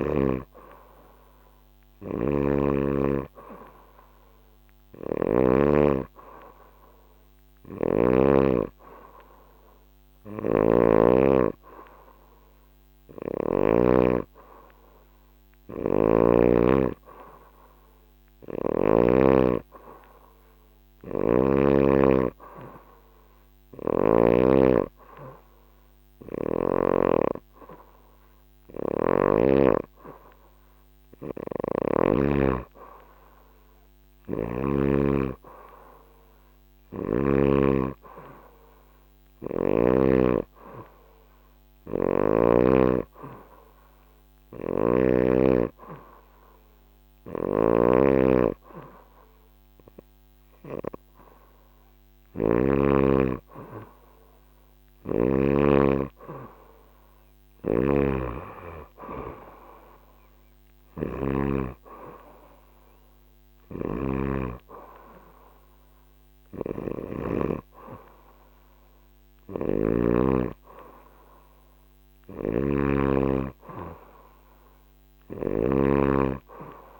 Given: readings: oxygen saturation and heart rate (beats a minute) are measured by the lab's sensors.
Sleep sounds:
breathing in sleep by a microphone on the trachea; none
1.50-8.00 s: snoring (device-marked)
10.00-13.50 s: snoring (device-marked)
20.50-24.00 s: snoring (device-marked)
33.50-37.00 s: snoring (device-marked)
44.00-52.50 s: snoring (device-marked)
57.00-61.00 s: snoring (device-marked)
63.00-67.00 s: snoring (device-marked)
69.00-75.50 s: snoring (device-marked)
74.00-77.00 s: new sleep stage, N2 (light sleep)
From the record:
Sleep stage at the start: N3 (deep sleep); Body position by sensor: on the back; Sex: female

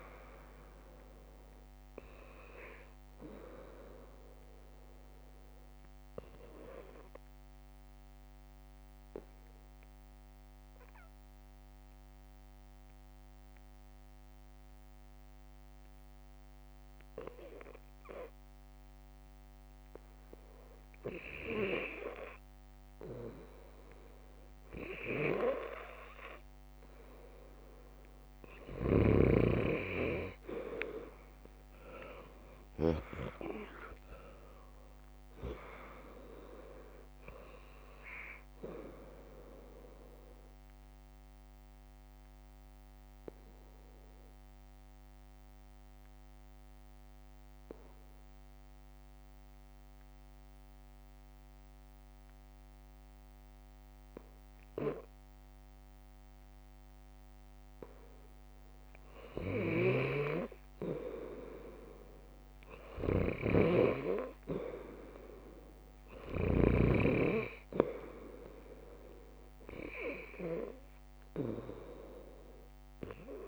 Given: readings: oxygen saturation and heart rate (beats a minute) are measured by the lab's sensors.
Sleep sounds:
breathing in sleep by a microphone on the trachea; none
0.00-4.00 s: drop in pulse transit time (device-marked, heart rate 61 extreme)
3.00-5.00 s: bradycardia (device-marked, heart rate 72 before, 67 extreme)
3.00-17.00 s: oxygen desaturation (device-marked, oxygen 98% before, 95% lowest, heart rate 66 before, 56 extreme)
19.00-27.00 s: bradycardia (device-marked, heart rate 73 before, 56 extreme)
30.50-35.50 s: arousal
33.00-45.00 s: drop in pulse transit time (device-marked, heart rate 65 before, 68 extreme)
44.00-46.00 s: bradycardia (device-marked, heart rate 73 before, 66 extreme)
57.00-66.00 s: bradycardia (device-marked, heart rate 73 before, 57 extreme)
71.00-73.48 s: drop in pulse transit time (device-marked, heart rate 59 before, 64 extreme)
From the record:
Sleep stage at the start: N2 (light sleep); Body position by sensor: on the left side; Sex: female

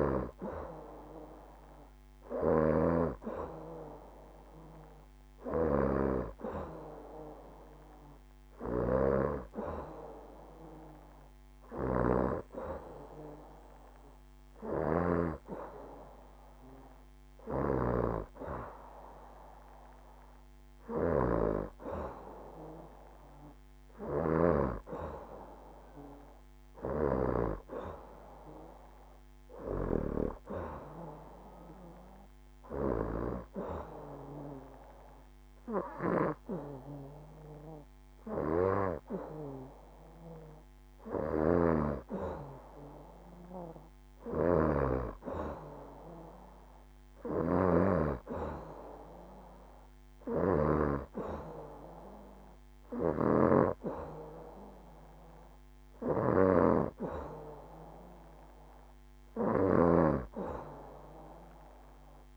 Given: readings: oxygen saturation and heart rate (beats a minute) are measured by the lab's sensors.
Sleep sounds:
breathing in sleep by a microphone on the trachea; none
none scored
From the record:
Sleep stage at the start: N2 (light sleep); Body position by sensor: on the back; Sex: female

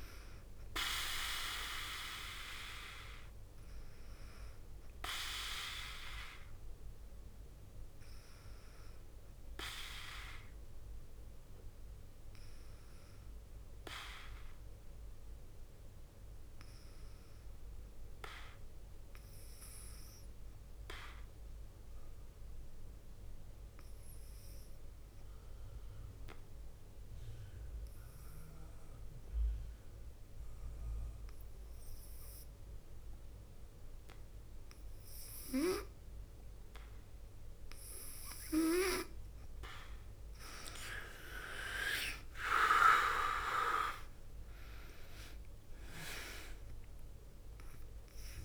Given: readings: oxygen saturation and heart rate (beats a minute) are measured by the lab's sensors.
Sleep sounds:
breathing in sleep by a room microphone; 1
0.00-17.00 s: oxygen desaturation (device-marked, oxygen 90% lowest, heart rate 50 extreme)
20.50-35.00 s: obstructive apnea (oxygen 99% before, 90% lowest, heart rate 52 before, 48 extreme, up 4 after)
39.00-48.45 s: oxygen desaturation (device-marked, oxygen 98% before, 90% lowest, heart rate 54 before, 46 extreme)
39.50-45.50 s: arousal
From the record:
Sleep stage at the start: N2 (light sleep); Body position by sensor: on the back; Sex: female

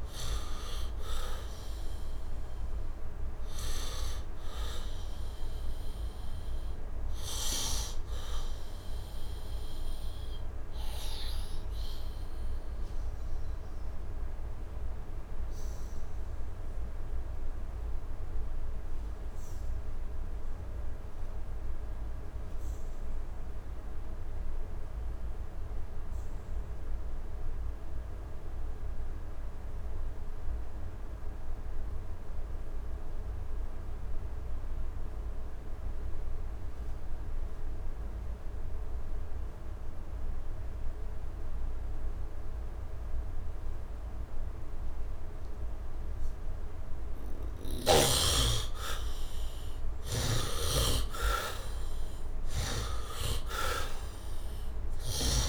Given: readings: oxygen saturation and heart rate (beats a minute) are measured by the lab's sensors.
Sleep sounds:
breathing in sleep by a room microphone; 1
0.00-17.00 s: oxygen desaturation (device-marked, oxygen 65% lowest, heart rate 67 extreme)
7.00-47.50 s: obstructive apnea (oxygen 98% before, 63% lowest, heart rate 79 before, 67 extreme, up 9 after)
26.00-55.49 s: oxygen desaturation (device-marked, oxygen 100% before, 63% lowest, heart rate 70 before, 73 extreme)
49.00-53.50 s: arousal
50.00-55.49 s: snoring (device-marked)
From the record:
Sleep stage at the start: N2 (light sleep); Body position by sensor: on the back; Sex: male

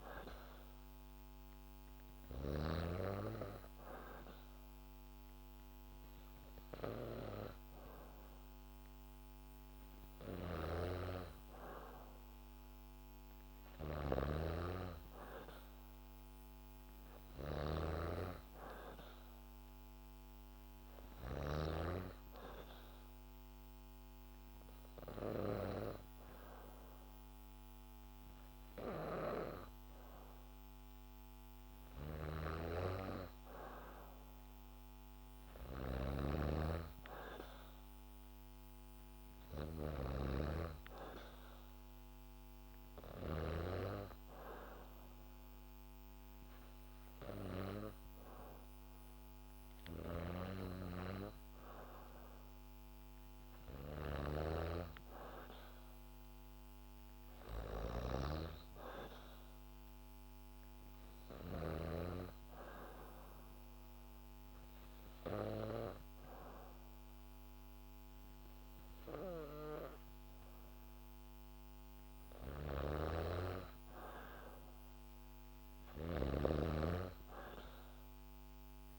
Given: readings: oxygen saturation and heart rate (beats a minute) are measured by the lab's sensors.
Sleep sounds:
breathing in sleep by a microphone on the trachea; 3
0.00-1.00 s: arousal
0.00-2.50 s: snoring (device-marked)
10.00-21.50 s: snoring (device-marked)
19.00-26.00 s: oxygen desaturation (device-marked, oxygen 96% before, 94% lowest, heart rate 69 before, 69 extreme)
23.00-33.00 s: hypopnea (oxygen 97% before, 92% lowest, heart rate 70 before, 69 extreme, up 1 after)
32.00-43.50 s: snoring (device-marked)
35.50-38.50 s: arousal
44.00-55.00 s: hypopnea (oxygen 96% before, 92% lowest, heart rate 71 before, 68 extreme, up 3 after)
49.50-61.50 s: snoring (device-marked)
56.50-59.00 s: arousal
59.00-70.00 s: oxygen desaturation (device-marked, oxygen 96% before, 93% lowest, heart rate 71 before, 68 extreme)
62.50-73.50 s: obstructive apnea (oxygen 96% before, 92% lowest, heart rate 71 before, 68 extreme, up 4 after)
72.50-78.99 s: snoring (device-marked)
76.50-78.99 s: arousal
From the record:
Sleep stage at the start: N2 (light sleep); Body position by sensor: on the back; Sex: female

